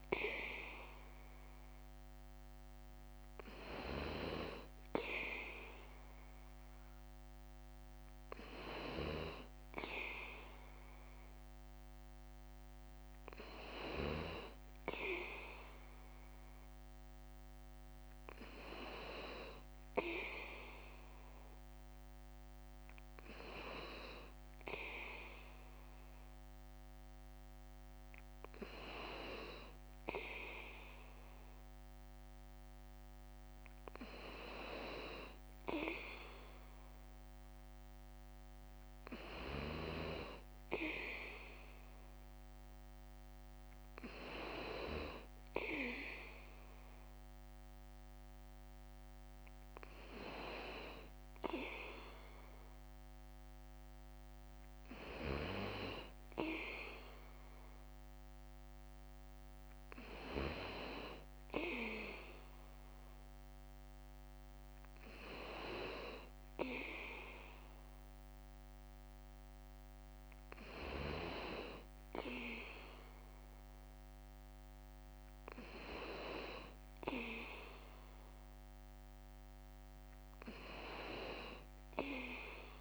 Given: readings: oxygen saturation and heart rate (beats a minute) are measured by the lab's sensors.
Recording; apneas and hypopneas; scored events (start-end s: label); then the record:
breathing in sleep by a microphone on the trachea; none
0.00-82.81 s: bradycardia (device-marked, heart rate 52 extreme)
From the record:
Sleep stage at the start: N2 (light sleep); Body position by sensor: on the back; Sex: male